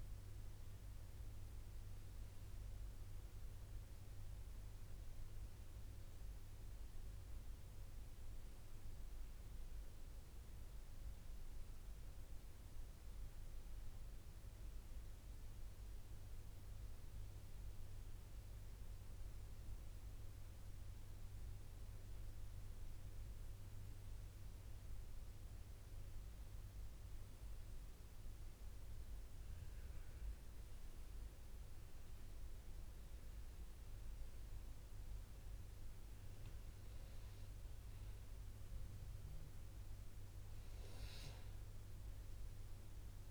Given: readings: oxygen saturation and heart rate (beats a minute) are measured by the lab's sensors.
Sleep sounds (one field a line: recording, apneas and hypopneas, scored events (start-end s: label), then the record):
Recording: breathing in sleep, hard to hear, by a room microphone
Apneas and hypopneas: none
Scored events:
0.00-6.50 s: oxygen desaturation (device-marked, oxygen 91% lowest, heart rate 62 extreme)
13.00-15.00 s: long interval between heartbeats (device-marked, heart rate 68 before, 73 extreme)
15.00-17.00 s: long interval between heartbeats (device-marked, heart rate 68 before, 80 extreme)
28.50-30.50 s: long interval between heartbeats (device-marked, heart rate 69 before, 70 extreme)
29.50-43.31 s: new sleep stage, N2 (light sleep)
From the record:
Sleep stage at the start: N1 (lightest sleep)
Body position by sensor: on the right side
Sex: male